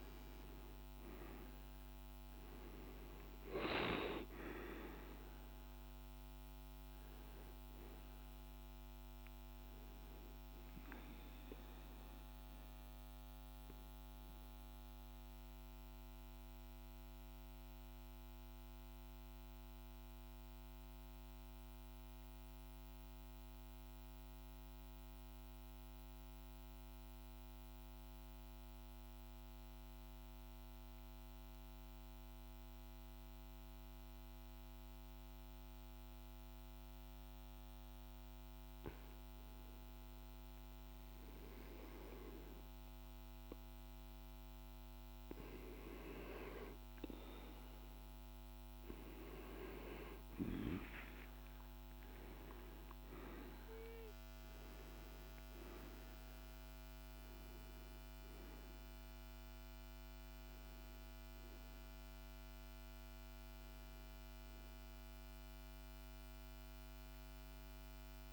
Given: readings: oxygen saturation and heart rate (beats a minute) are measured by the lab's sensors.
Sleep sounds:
breathing in sleep by a microphone on the trachea; 1
0.00-25.00 s: oxygen desaturation (device-marked, oxygen 90% lowest, heart rate 49 extreme)
15.00-43.50 s: mixed apnea (oxygen 97% before, 90% lowest, heart rate 54 before, 50 extreme, up 13 after)
39.00-68.33 s: oxygen desaturation (device-marked, oxygen 99% before, 90% lowest, heart rate 50 before, 50 extreme)
46.00-50.50 s: arousal
From the record:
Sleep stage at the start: N2 (light sleep); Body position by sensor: on the right side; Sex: male

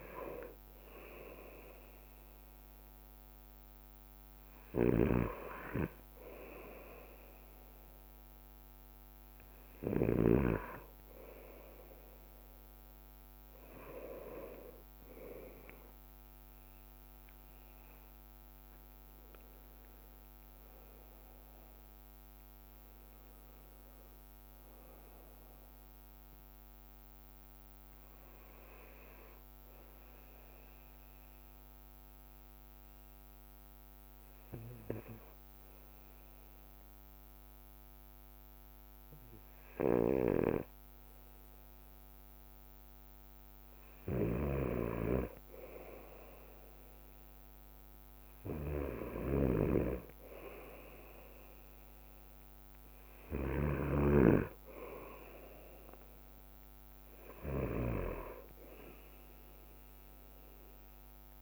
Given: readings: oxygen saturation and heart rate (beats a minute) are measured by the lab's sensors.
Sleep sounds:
breathing in sleep by a microphone on the trachea; 1
0.00-12.00 s: bradycardia (device-marked, heart rate 59 before, 57 extreme)
5.00-10.50 s: snoring (device-marked)
14.00-22.00 s: bradycardia (device-marked, heart rate 59 before, 58 extreme)
24.50-42.50 s: hypopnea (oxygen 91% before, 89% lowest, heart rate 58 before, 56 extreme, up 2 after)
25.00-61.42 s: bradycardia (device-marked, heart rate 59 before, 56 extreme)
40.00-61.42 s: snoring (device-marked)
44.50-48.00 s: arousal
51.00-61.42 s: oxygen desaturation (device-marked, oxygen 93% before, 89% lowest, heart rate 58 before, 56 extreme)
From the record:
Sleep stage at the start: N2 (light sleep); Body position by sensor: on the right side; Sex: male

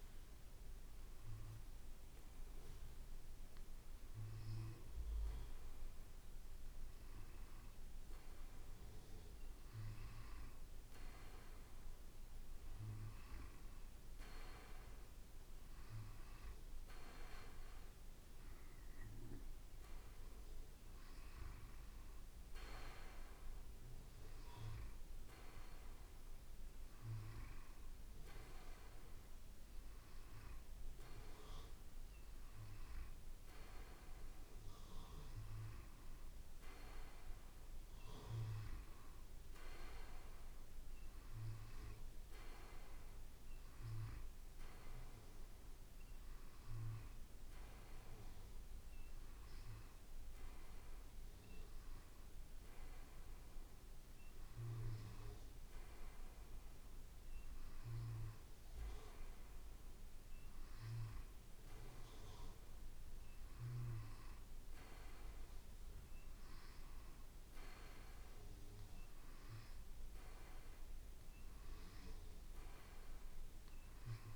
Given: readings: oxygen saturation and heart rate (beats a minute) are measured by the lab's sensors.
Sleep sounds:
breathing in sleep by a room microphone; none
none scored
From the record:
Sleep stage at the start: N2 (light sleep); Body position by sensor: on the back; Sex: male

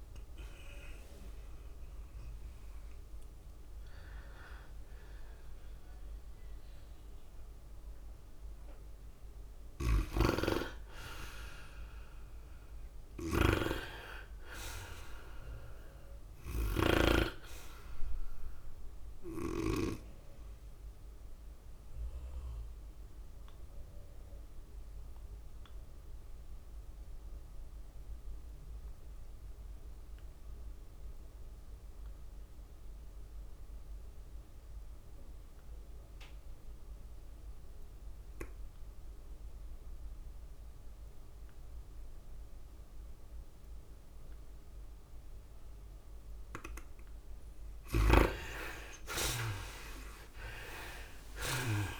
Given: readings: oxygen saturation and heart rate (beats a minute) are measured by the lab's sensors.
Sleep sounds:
breathing in sleep by a room microphone; 1
0.00-11.50 s: drop in pulse transit time (device-marked, heart rate 111 extreme)
0.00-13.50 s: oxygen desaturation (device-marked, oxygen 57% lowest, heart rate 93 extreme)
0.00-52.00 s: tachycardia (device-marked, heart rate 122 extreme)
10.50-20.50 s: snoring (device-marked)
15.00-19.00 s: arousal
22.00-47.00 s: obstructive apnea (oxygen 99% before, 70% lowest, heart rate 115 before, 103 extreme, up 8 after)
33.50-52.00 s: oxygen desaturation (device-marked, oxygen 95% before, 70% lowest, heart rate 111 before, 99 extreme)
49.50-52.00 s: arousal
From the record:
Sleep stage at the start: N2 (light sleep); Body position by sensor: on the back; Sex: female

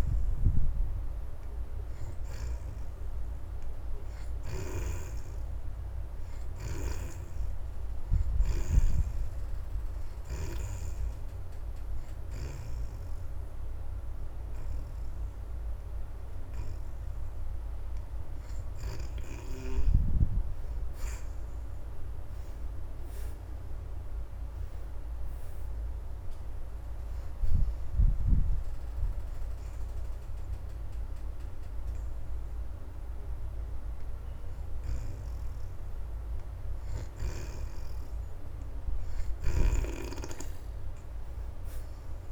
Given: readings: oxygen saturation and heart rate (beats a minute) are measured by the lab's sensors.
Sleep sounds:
breathing in sleep by a room microphone; none
0.00-7.00 s: oxygen desaturation (device-marked, oxygen 58% lowest, heart rate 77 extreme)
27.00-42.31 s: oxygen desaturation (device-marked, oxygen 72% before, 59% lowest, heart rate 82 before, 78 extreme)
From the record:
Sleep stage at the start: N2 (light sleep); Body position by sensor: on the back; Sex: female

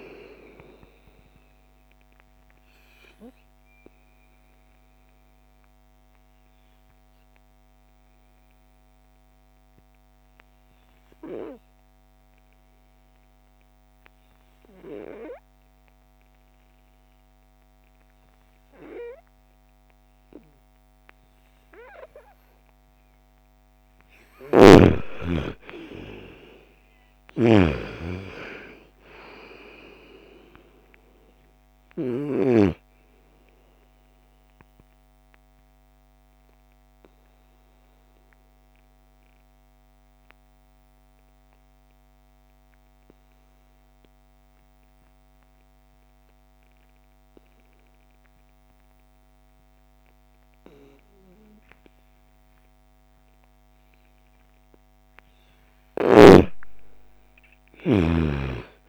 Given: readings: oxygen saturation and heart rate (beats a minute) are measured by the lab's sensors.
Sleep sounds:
breathing in sleep by a microphone on the trachea; 2
0.00-12.00 s: oxygen desaturation (device-marked, oxygen 89% lowest, heart rate 46 extreme)
0.50-22.50 s: obstructive apnea (oxygen 97% before, 85% lowest, heart rate 58 before, 46 extreme, up 17 after)
23.50-32.00 s: snoring (device-marked)
24.00-27.00 s: arousal
27.00-50.00 s: oxygen desaturation (device-marked, oxygen 98% before, 85% lowest, heart rate 54 before, 49 extreme)
34.00-54.00 s: obstructive apnea (oxygen 98% before, 85% lowest, heart rate 63 before, 49 extreme, up 21 after)
56.00-58.50 s: arousal
From the record:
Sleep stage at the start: N2 (light sleep); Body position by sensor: on the right side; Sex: female

